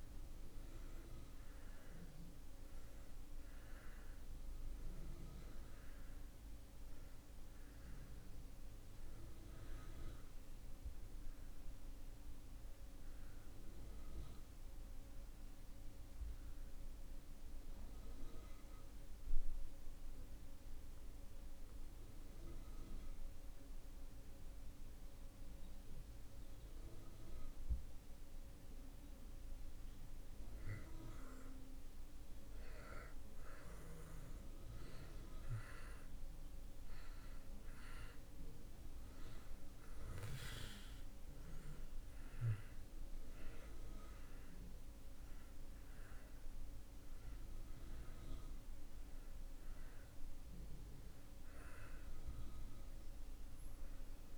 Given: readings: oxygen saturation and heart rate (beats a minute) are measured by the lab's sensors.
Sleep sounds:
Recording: breathing in sleep by a room microphone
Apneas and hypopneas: 1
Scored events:
3.50-33.50 s: oxygen desaturation (device-marked, oxygen 95% before, 84% lowest)
17.00-29.50 s: mixed apnea (oxygen 95% before, 84% lowest)
31.50-37.50 s: arousal
46.50-54.38 s: oxygen desaturation (device-marked, oxygen 97% before, 84% lowest)
From the record:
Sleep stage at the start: N2 (light sleep)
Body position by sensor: on the back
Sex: male

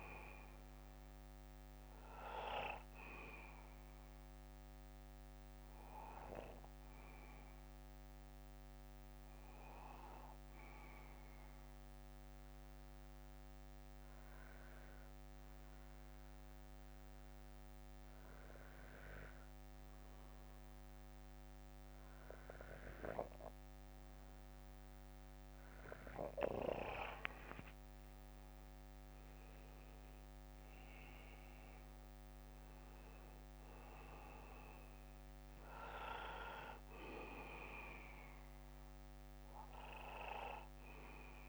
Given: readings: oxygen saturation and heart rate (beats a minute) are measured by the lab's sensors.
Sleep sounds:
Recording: breathing in sleep by a microphone on the trachea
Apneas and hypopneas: 1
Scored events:
2.00-6.00 s: bradycardia (device-marked, heart rate 61 before, 59 extreme)
4.50-25.50 s: obstructive apnea (oxygen 97% before, 92% lowest, heart rate 62 before, 52 extreme, up 17 after)
8.00-21.00 s: bradycardia (device-marked, heart rate 61 before, 52 extreme)
10.00-26.00 s: oxygen desaturation (device-marked, oxygen 95% before, 92% lowest, heart rate 63 before, 52 extreme)
24.00-26.00 s: bradycardia (device-marked, heart rate 61 before, 59 extreme)
30.00-34.00 s: arousal
38.00-41.49 s: bradycardia (device-marked, heart rate 61 before, 57 extreme)
From the record:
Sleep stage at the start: N2 (light sleep)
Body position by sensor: on the back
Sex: male

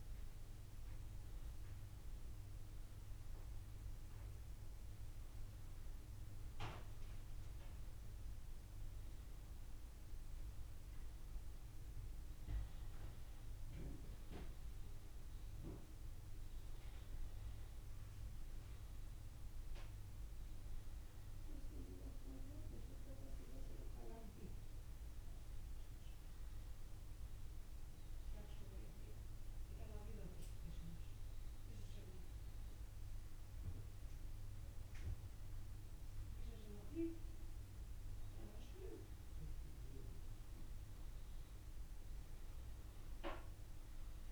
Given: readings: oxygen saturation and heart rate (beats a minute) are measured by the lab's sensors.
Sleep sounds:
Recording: a person awake in a sleep study, by a room microphone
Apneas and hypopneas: none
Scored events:
none scored
From the record:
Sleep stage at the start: awake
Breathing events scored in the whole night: 243 in 4.0 hours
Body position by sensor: on the back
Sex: male

